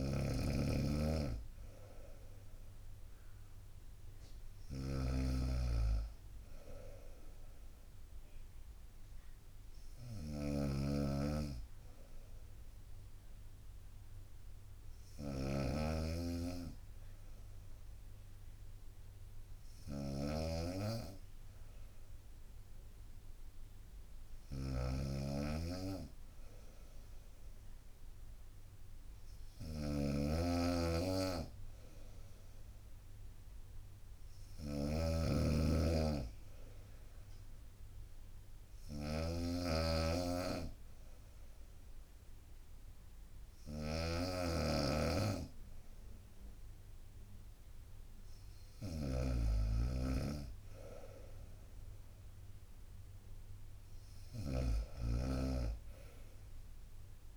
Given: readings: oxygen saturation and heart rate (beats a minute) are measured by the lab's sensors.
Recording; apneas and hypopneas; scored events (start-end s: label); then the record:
breathing in sleep by a room microphone; none
0.00-57.37 s: snoring (device-marked)
From the record:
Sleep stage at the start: N2 (light sleep); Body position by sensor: on the right side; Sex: female